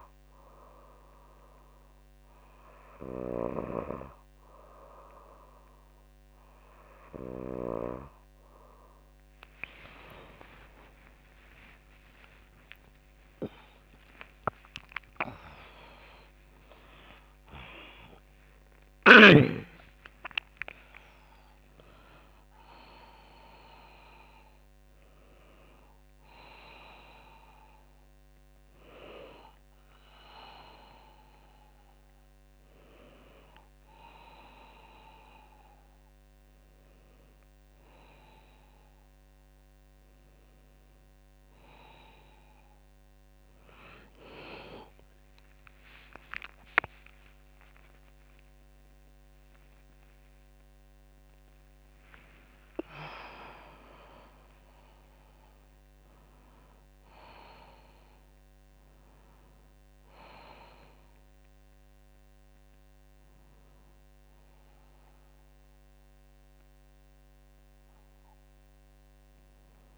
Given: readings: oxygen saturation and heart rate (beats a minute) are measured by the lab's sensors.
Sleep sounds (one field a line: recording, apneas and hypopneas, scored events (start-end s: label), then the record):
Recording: a person awake in a sleep study, by a microphone on the trachea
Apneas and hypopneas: none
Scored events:
7.00-69.98 s: new sleep stage, awake
From the record:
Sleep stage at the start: N3 (deep sleep)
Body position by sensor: on the back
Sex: female